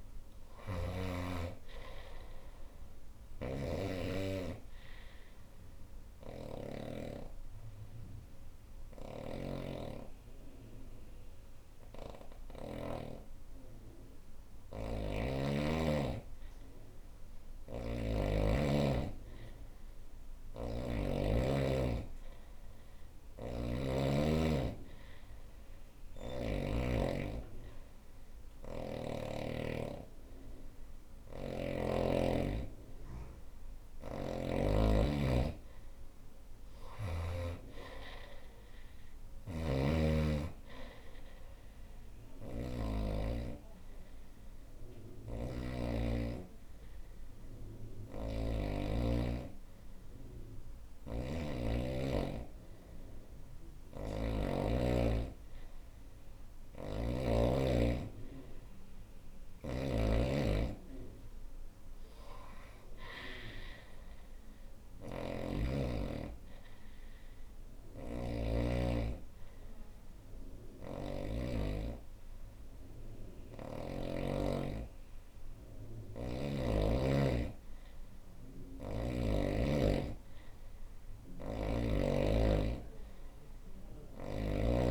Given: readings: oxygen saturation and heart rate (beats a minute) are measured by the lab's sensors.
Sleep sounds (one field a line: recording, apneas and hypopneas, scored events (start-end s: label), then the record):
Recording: breathing in sleep by a room microphone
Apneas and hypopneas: 3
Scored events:
0.00-2.50 s: arousal
0.00-6.00 s: snoring (device-marked)
2.00-13.00 s: oxygen desaturation (device-marked, oxygen 98% before, 94% lowest, heart rate 68 before, 64 extreme)
5.50-16.50 s: hypopnea (oxygen 98% before, 94% lowest, heart rate 68 before, 64 extreme, up 1 after)
8.00-12.00 s: snoring (device-marked)
14.00-17.50 s: snoring (device-marked)
18.50-22.00 s: arousal
19.50-26.00 s: snoring (device-marked)
33.00-36.50 s: snoring (device-marked)
38.50-48.00 s: snoring (device-marked)
42.00-53.00 s: hypopnea (oxygen 97% before, 94% lowest, heart rate 68 before, 62 extreme, up 4 after)
50.00-73.50 s: snoring (device-marked)
56.00-61.00 s: arousal
65.50-75.50 s: hypopnea (oxygen 97% before, 94% lowest, heart rate 65 before, 64 extreme, up 3 after)
80.50-84.00 s: snoring (device-marked)
From the record:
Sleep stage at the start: N2 (light sleep)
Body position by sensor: on the front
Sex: female